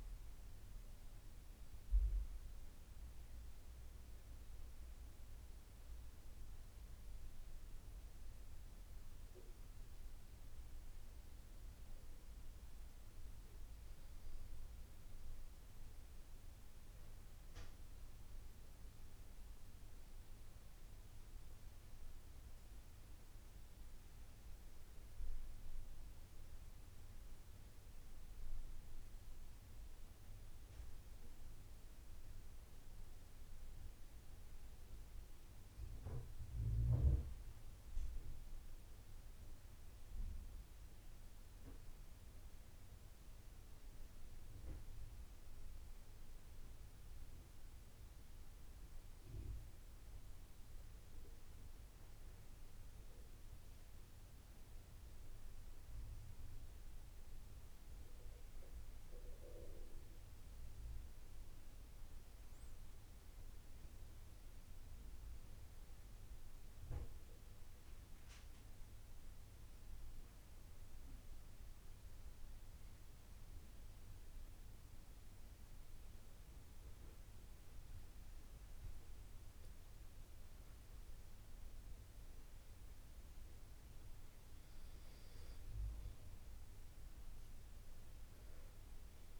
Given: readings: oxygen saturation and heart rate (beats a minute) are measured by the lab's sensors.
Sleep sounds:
breathing in sleep, hard to hear, by a room microphone; 3
3.00-17.50 s: hypopnea (oxygen 96% before, 91% lowest, heart rate 85 before, 77 extreme, up 7 after)
19.50-23.00 s: arousal
20.50-38.50 s: oxygen desaturation (device-marked, oxygen 94% before, 91% lowest, heart rate 81 before, 77 extreme)
22.50-89.40 s: new sleep stage, N2 (light sleep)
34.00-51.00 s: hypopnea (oxygen 95% before, 91% lowest, heart rate 84 before, 78 extreme, up 6 after)
52.50-56.00 s: arousal
69.00-79.50 s: obstructive apnea (oxygen 95% before, 89% lowest, heart rate 84 before, 80 extreme, up 5 after)
81.00-84.50 s: arousal
From the record:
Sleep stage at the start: N1 (lightest sleep); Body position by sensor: on the back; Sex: male

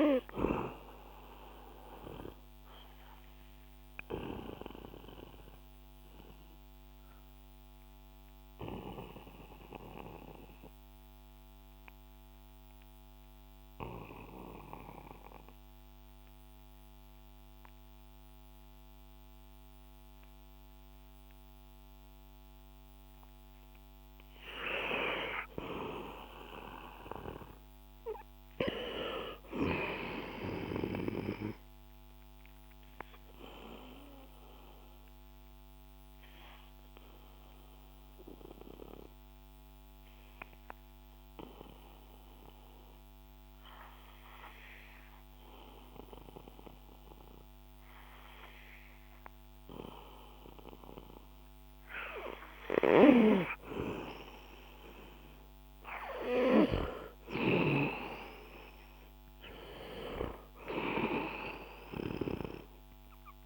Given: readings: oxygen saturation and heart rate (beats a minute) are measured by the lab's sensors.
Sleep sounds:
breathing in sleep by a microphone on the trachea; 2
0.00-22.00 s: oxygen desaturation (device-marked, oxygen 87% lowest, heart rate 62 extreme)
2.50-22.00 s: obstructive apnea (oxygen 99% before, 87% lowest, heart rate 69 before, 62 extreme, up 2 after)
26.00-29.50 s: arousal
33.00-53.00 s: obstructive apnea (oxygen 99% before, 91% lowest, heart rate 66 before, 62 extreme, up 8 after)
49.00-55.00 s: oxygen desaturation (device-marked, oxygen 95% before, 92% lowest, heart rate 64 before, 64 extreme)
54.50-59.00 s: arousal
From the record:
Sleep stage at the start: N2 (light sleep); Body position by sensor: on the back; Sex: male

